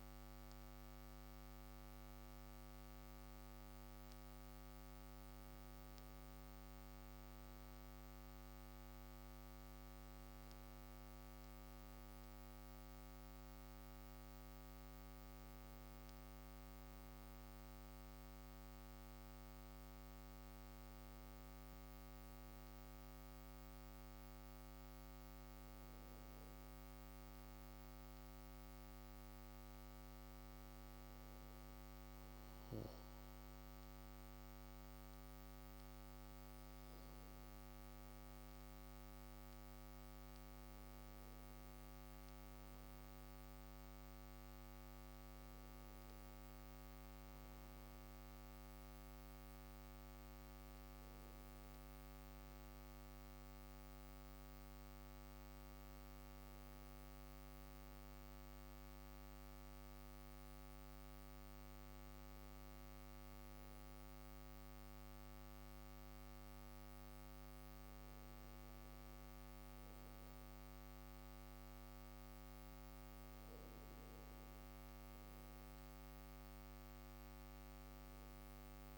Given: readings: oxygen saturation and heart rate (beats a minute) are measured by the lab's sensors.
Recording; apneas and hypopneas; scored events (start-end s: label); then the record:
breathing in sleep, hard to hear, by a microphone on the trachea; none
73.00-78.98 s: new sleep stage, N1 (lightest sleep)
From the record:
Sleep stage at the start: N3 (deep sleep); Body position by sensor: on the back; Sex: male